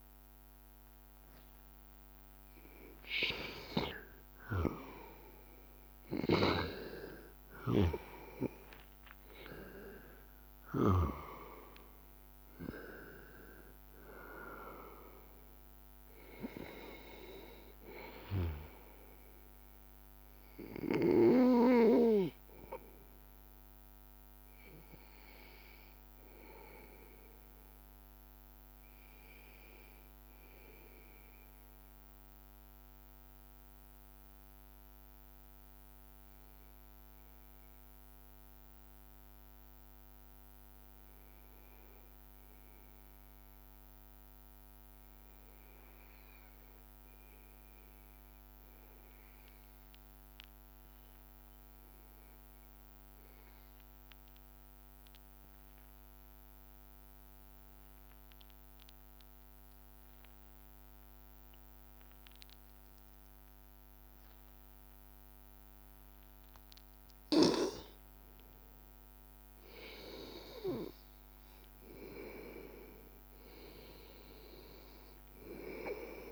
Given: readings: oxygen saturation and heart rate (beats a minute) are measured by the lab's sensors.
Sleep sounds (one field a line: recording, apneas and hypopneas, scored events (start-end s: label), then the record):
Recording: breathing in sleep by a microphone on the trachea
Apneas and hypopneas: 1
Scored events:
0.00-24.50 s: oxygen desaturation (device-marked, oxygen 92% lowest, heart rate 79 extreme)
55.00-69.00 s: hypopnea (oxygen 99% before, 94% lowest, heart rate 80 before, 80 extreme, up 1 after)
68.50-76.32 s: oxygen desaturation (device-marked, oxygen 97% before, 94% lowest, heart rate 81 before, 81 extreme)
71.00-74.50 s: arousal
From the record:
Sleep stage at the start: N2 (light sleep)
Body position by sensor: on the back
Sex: male